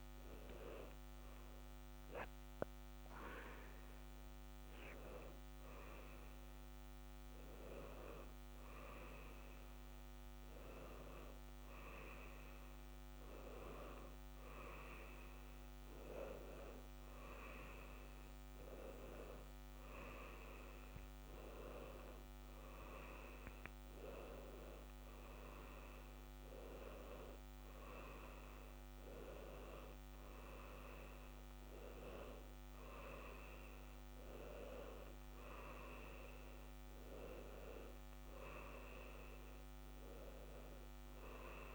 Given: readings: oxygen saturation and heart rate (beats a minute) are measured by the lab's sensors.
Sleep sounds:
a person awake in a sleep study, by a microphone on the trachea; none
none scored
From the record:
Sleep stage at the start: awake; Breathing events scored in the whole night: 302 in 5.8 hours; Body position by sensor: on the back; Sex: male

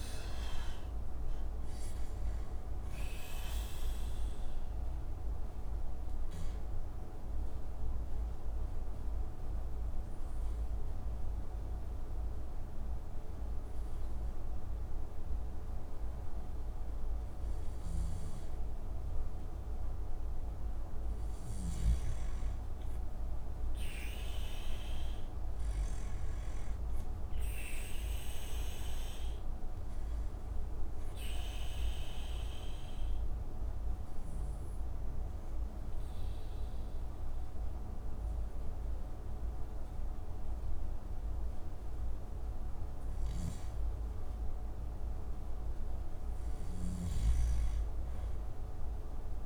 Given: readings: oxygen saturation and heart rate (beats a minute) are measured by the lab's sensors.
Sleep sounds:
breathing in sleep, hard to hear, by a room microphone; 2
5.00-26.00 s: oxygen desaturation (device-marked, oxygen 96% before, 91% lowest)
6.00-21.50 s: obstructive apnea (oxygen 97% before, 90% lowest)
24.00-28.00 s: arousal
30.50-44.00 s: obstructive apnea (oxygen 97% before, 90% lowest)
36.00-48.00 s: oxygen desaturation (device-marked, oxygen 97% before, 91% lowest)
47.00-49.46 s: arousal
From the record:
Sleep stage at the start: N2 (light sleep); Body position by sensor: on the back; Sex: male

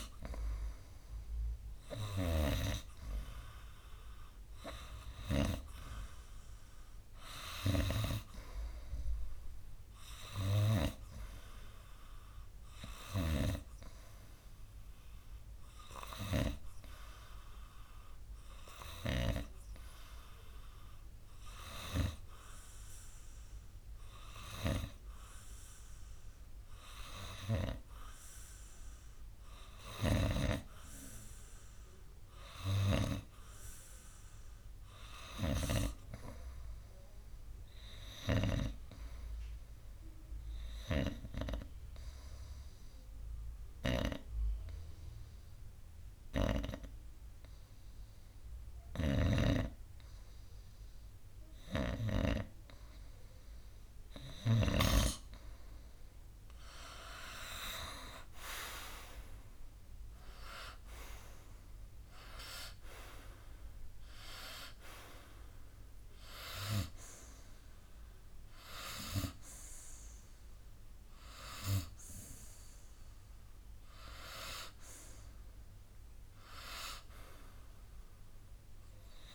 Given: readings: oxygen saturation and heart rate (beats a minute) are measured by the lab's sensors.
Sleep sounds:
breathing in sleep by a room microphone; 1
0.00-1.00 s: arousal
32.00-35.00 s: arousal
41.00-53.50 s: hypopnea (oxygen 95% before, 92% lowest, heart rate 66 before, 58 extreme, up 6 after)
49.00-55.00 s: snoring (device-marked)
56.00-58.50 s: arousal
From the record:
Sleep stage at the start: N2 (light sleep); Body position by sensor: on the right side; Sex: male

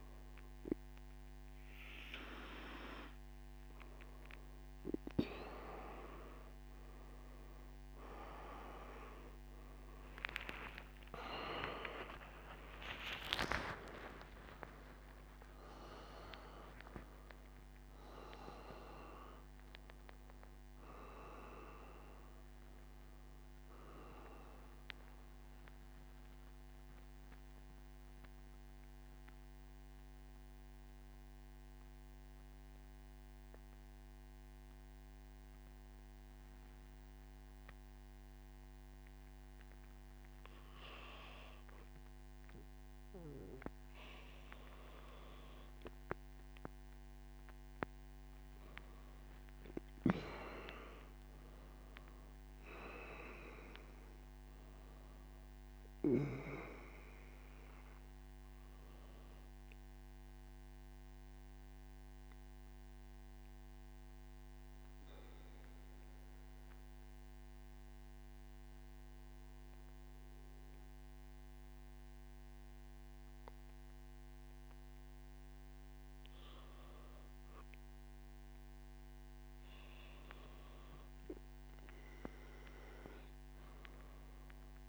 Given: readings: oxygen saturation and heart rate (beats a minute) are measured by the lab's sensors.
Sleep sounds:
breathing in sleep by a microphone on the trachea; none
50.00-68.00 s: oxygen desaturation (device-marked, oxygen 98% before, 94% lowest, heart rate 105 before, 67 extreme)
From the record:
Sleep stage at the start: N3 (deep sleep); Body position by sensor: on the back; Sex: male

